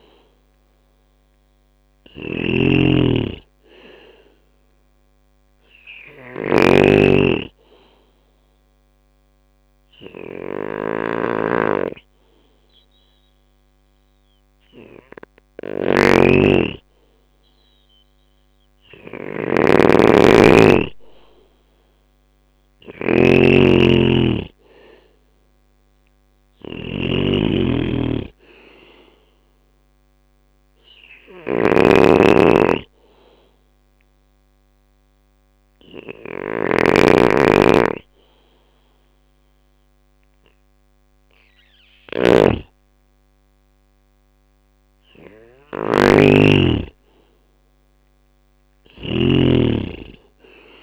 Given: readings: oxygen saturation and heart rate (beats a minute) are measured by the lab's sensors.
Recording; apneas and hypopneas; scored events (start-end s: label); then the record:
breathing in sleep by a microphone on the trachea; 2
0.00-50.83 s: snoring (device-marked)
6.50-16.50 s: obstructive apnea (oxygen 97% before, 92% lowest, heart rate 69 before, 65 extreme, up 4 after)
19.50-22.50 s: arousal
28.50-42.50 s: oxygen desaturation (device-marked, oxygen 96% before, 92% lowest, heart rate 67 before, 65 extreme)
30.50-43.50 s: hypopnea (oxygen 97% before, 91% lowest, heart rate 68 before, 66 extreme, up 7 after)
47.50-50.83 s: drop in pulse transit time (device-marked, heart rate 68 before, 70 extreme)
48.00-50.83 s: arousal
From the record:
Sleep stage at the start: N2 (light sleep); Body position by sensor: on the back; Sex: male